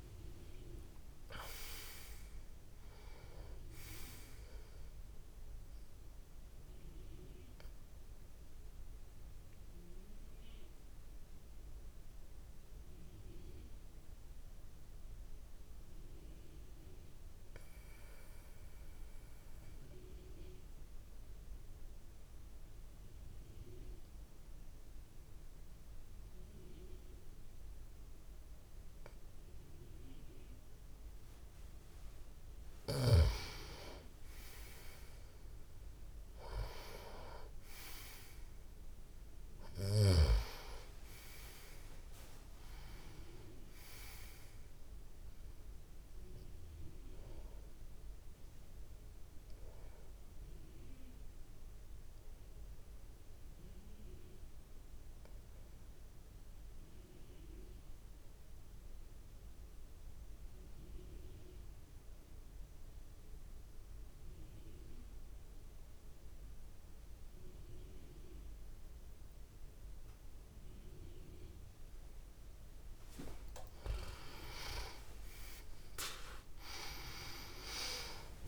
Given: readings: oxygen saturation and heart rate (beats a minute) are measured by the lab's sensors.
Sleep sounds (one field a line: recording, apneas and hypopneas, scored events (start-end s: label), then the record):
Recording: breathing in sleep by a room microphone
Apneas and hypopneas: 2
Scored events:
0.00-3.50 s: oxygen desaturation (device-marked, oxygen 94% lowest)
5.50-20.50 s: oxygen desaturation (device-marked, oxygen 96% before, 90% lowest)
6.50-32.00 s: obstructive apnea (oxygen 98% before, 90% lowest)
34.00-37.00 s: arousal
41.50-63.50 s: oxygen desaturation (device-marked, oxygen 97% before, 92% lowest)
46.50-72.50 s: obstructive apnea (oxygen 98% before, 89% lowest)
75.00-78.48 s: arousal
75.50-78.48 s: oxygen desaturation (device-marked, oxygen 98% before, 89% lowest)
From the record:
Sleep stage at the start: N2 (light sleep)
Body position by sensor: on the back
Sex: male